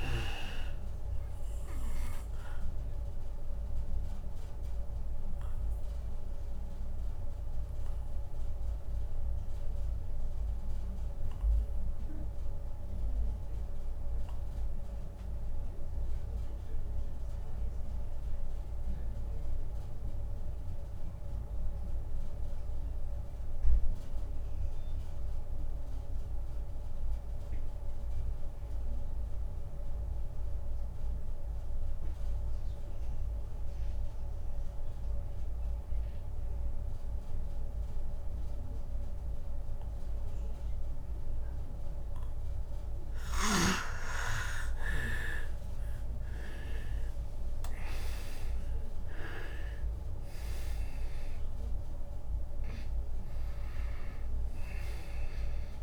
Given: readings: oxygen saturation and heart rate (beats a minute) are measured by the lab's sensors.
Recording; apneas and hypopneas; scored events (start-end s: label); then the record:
breathing in sleep by a room microphone; 1
0.00-23.50 s: oxygen desaturation (device-marked, oxygen 88% lowest)
0.50-43.50 s: obstructive apnea (oxygen 99% before, 85% lowest)
41.50-55.83 s: oxygen desaturation (device-marked, oxygen 98% before, 85% lowest)
47.00-51.50 s: arousal
From the record:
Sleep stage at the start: N2 (light sleep); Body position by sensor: on the back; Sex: male